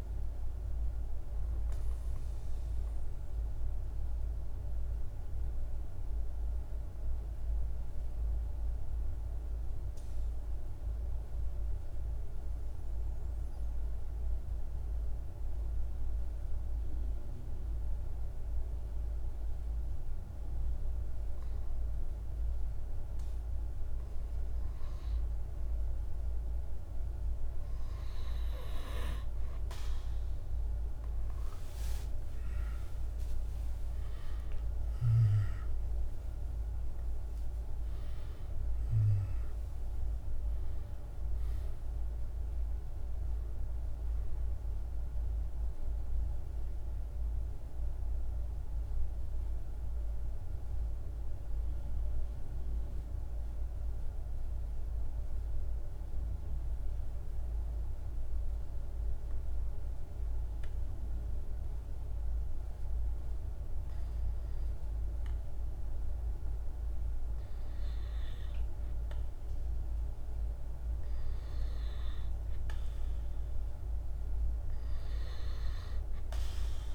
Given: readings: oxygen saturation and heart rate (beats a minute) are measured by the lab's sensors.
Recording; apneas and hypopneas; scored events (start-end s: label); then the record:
breathing in sleep, hard to hear, by a room microphone; 2
0.00-11.50 s: oxygen desaturation (device-marked, oxygen 91% lowest, heart rate 50 extreme)
2.00-25.00 s: mixed apnea (oxygen 98% before, 91% lowest, heart rate 53 before, 50 extreme, up 20 after)
26.50-55.50 s: oxygen desaturation (device-marked, oxygen 98% before, 92% lowest, heart rate 50 before, 48 extreme)
30.00-34.50 s: arousal
44.50-66.50 s: mixed apnea (oxygen 98% before, 92% lowest, heart rate 61 before, 47 extreme, up 0 after)
68.50-76.94 s: oxygen desaturation (device-marked, oxygen 99% before, 93% lowest, heart rate 50 before, 46 extreme)
70.00-74.50 s: arousal
From the record:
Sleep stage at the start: N2 (light sleep); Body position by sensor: on the back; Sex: male